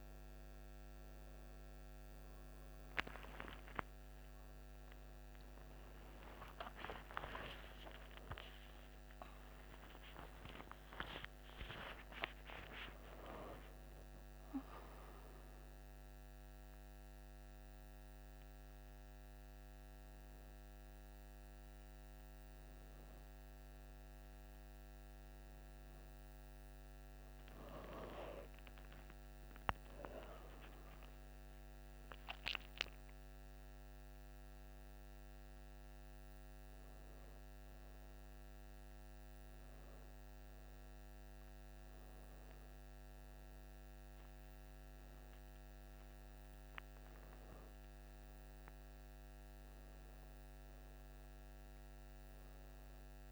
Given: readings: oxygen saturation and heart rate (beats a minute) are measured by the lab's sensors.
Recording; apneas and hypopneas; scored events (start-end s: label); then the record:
a person awake in a sleep study, by a microphone on the trachea; none
none scored
From the record:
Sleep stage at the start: awake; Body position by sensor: on the back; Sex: female